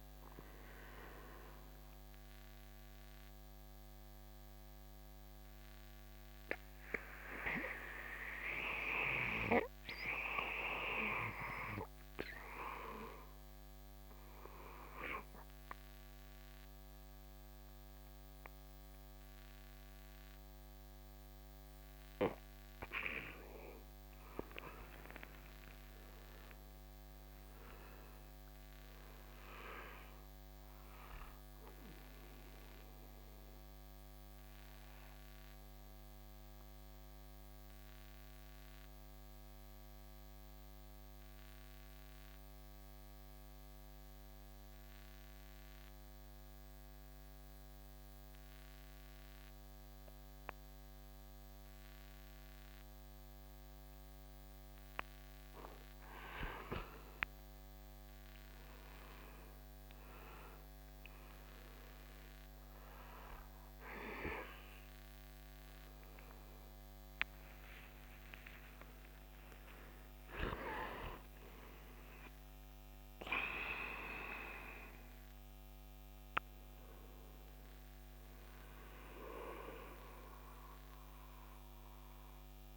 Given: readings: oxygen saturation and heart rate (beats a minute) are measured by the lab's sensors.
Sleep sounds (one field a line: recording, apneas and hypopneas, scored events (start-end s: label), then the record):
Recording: breathing in sleep by a microphone on the trachea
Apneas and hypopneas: 2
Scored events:
0.00-6.50 s: oxygen desaturation (device-marked, oxygen 92% lowest, heart rate 65 extreme)
5.50-25.00 s: obstructive apnea (oxygen 97% before, 91% lowest, heart rate 78 before, 66 extreme, up 8 after)
26.00-30.50 s: arousal
38.00-57.00 s: obstructive apnea (oxygen 97% before, 93% lowest, heart rate 72 before, 67 extreme, up 7 after)
63.50-77.50 s: oxygen desaturation (device-marked, oxygen 97% before, 94% lowest, heart rate 70 before, 67 extreme)
67.50-71.50 s: arousal
From the record:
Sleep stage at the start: N2 (light sleep)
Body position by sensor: on the right side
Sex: male